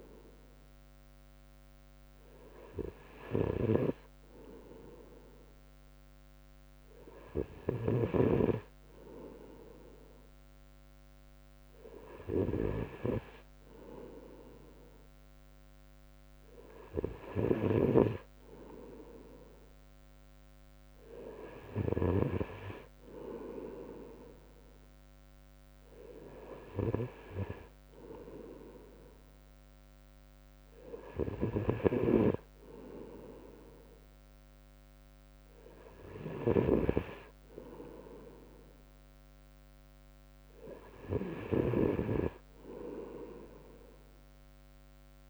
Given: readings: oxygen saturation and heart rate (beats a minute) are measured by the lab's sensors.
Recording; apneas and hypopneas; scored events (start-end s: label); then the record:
breathing in sleep by a microphone on the trachea; none
none scored
From the record:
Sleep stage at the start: N2 (light sleep); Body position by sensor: on the right side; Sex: male